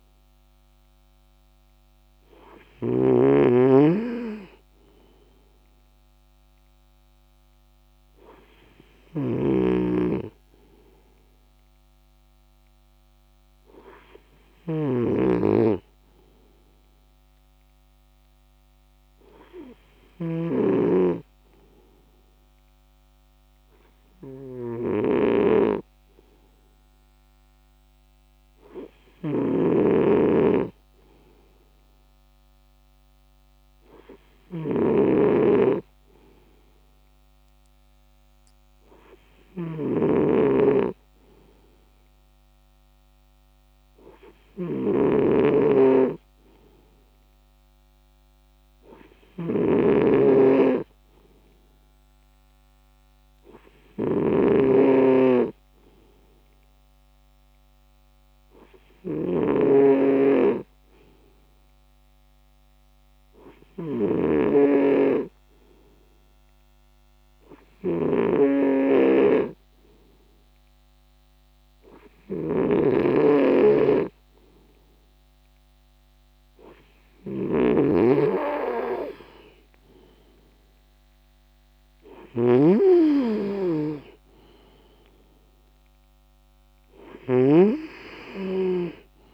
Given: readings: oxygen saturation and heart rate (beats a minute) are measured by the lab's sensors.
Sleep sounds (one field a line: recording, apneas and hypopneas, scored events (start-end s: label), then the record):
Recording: breathing in sleep by a microphone on the trachea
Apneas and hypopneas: none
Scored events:
3.00-20.50 s: snoring (device-marked)
87.00-89.34 s: snoring (device-marked)
From the record:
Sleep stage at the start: N2 (light sleep)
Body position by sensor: on the right side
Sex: male